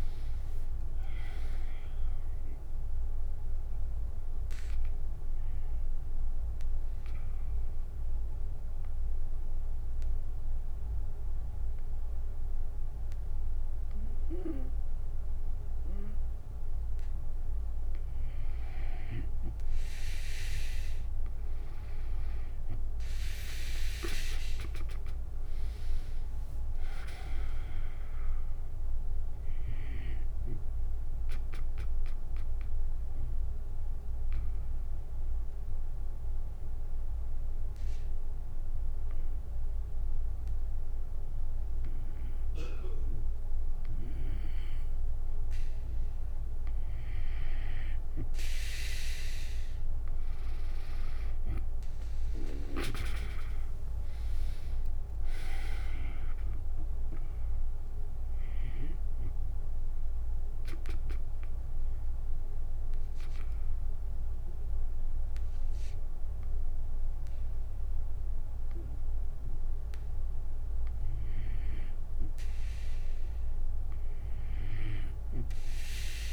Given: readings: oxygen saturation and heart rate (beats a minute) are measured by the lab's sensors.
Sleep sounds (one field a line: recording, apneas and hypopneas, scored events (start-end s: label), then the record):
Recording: breathing in sleep by a room microphone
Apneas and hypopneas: 3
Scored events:
0.00-1.00 s: arousal
0.00-13.50 s: oxygen desaturation (device-marked, oxygen 91% lowest, heart rate 54 extreme)
5.50-16.50 s: obstructive apnea (oxygen 97% before, 91% lowest, heart rate 68 before, 54 extreme, up 7 after)
21.50-40.50 s: oxygen desaturation (device-marked, oxygen 97% before, 91% lowest, heart rate 67 before, 54 extreme)
22.50-35.50 s: drop in pulse transit time (device-marked, heart rate 66 before, 57 extreme)
25.00-29.00 s: arousal
32.00-44.50 s: mixed apnea (oxygen 97% before, 92% lowest, heart rate 69 before, 55 extreme, up 14 after)
48.50-52.00 s: arousal
51.50-63.50 s: drop in pulse transit time (device-marked, heart rate 62 before, 66 extreme)
51.50-68.50 s: oxygen desaturation (device-marked, oxygen 97% before, 92% lowest, heart rate 62 before, 57 extreme)
59.50-71.00 s: obstructive apnea (oxygen 97% before, 92% lowest, heart rate 67 before, 57 extreme, up 7 after)
73.50-76.33 s: arousal
From the record:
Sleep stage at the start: N2 (light sleep)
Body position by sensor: on the back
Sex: female